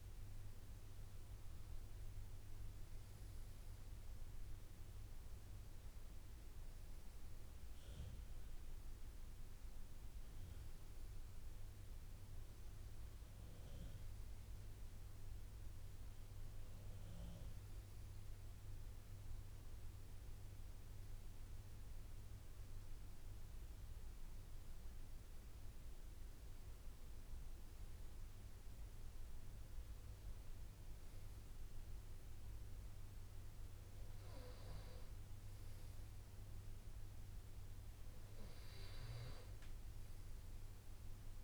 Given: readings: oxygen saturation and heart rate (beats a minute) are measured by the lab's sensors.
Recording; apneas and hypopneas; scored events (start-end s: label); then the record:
breathing in sleep, hard to hear, by a room microphone; none
none scored
From the record:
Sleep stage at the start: N1 (lightest sleep); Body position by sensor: on the right side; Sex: male